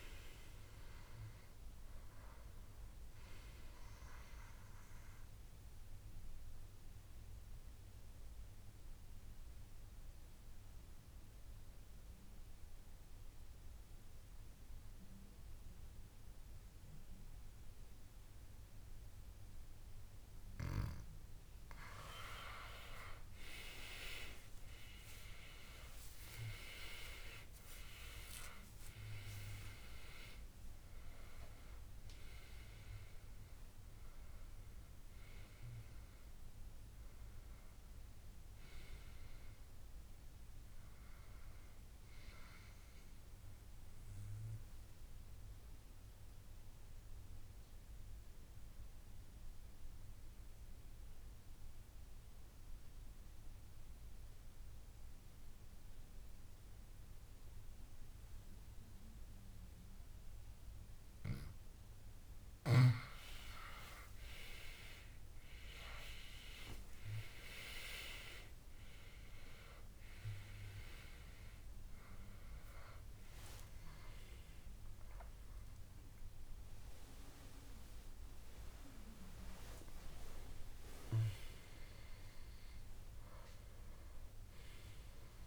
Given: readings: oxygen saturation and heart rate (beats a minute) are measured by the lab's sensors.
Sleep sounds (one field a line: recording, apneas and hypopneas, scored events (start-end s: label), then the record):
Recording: breathing in sleep by a room microphone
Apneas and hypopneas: 2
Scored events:
0.00-12.50 s: oxygen desaturation (device-marked, oxygen 93% lowest, heart rate 62 extreme)
6.00-20.50 s: obstructive apnea (oxygen 98% before, 91% lowest, heart rate 74 before, 62 extreme, up 14 after)
23.00-26.00 s: arousal
25.50-46.50 s: oxygen desaturation (device-marked, oxygen 98% before, 92% lowest, heart rate 67 before, 62 extreme)
26.50-28.50 s: long interval between heartbeats (device-marked, heart rate 66 before, 75 extreme)
44.00-62.50 s: obstructive apnea (oxygen 98% before, 91% lowest, heart rate 75 before, 62 extreme, up 17 after)
63.50-67.00 s: arousal
65.50-85.47 s: oxygen desaturation (device-marked, oxygen 98% before, 91% lowest, heart rate 64 before, 66 extreme)
From the record:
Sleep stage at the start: N2 (light sleep)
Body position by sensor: on the back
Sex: male